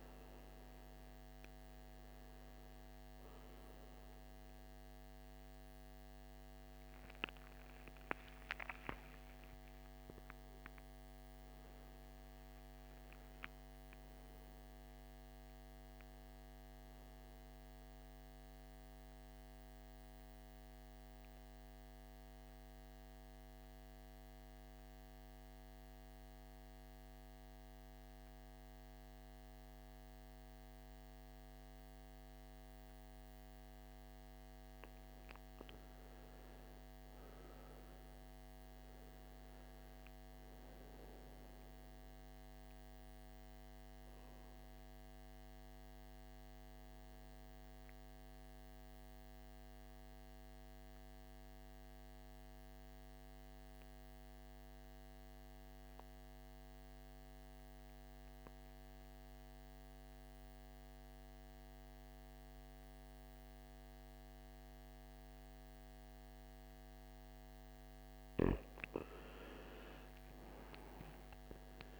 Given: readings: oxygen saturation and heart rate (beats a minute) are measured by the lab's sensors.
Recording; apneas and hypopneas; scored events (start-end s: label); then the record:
breathing in sleep, hard to hear, by a microphone on the trachea; 2
0.00-20.50 s: oxygen desaturation (device-marked, oxygen 83% lowest, heart rate 52 extreme)
19.00-33.50 s: central apnea (oxygen 96% before, 87% lowest, heart rate 77 before, 52 extreme, up 10 after)
35.50-39.50 s: arousal
41.50-57.50 s: oxygen desaturation (device-marked, oxygen 99% before, 92% lowest, heart rate 55 before, 56 extreme)
47.50-67.00 s: mixed apnea (oxygen 100% before, 85% lowest, heart rate 57 before, 54 extreme, up 13 after)
68.50-72.00 s: arousal
69.50-72.00 s: oxygen desaturation (device-marked, oxygen 98% before, 87% lowest, heart rate 58 before, 54 extreme)
From the record:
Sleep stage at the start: N2 (light sleep); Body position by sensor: on the back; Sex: male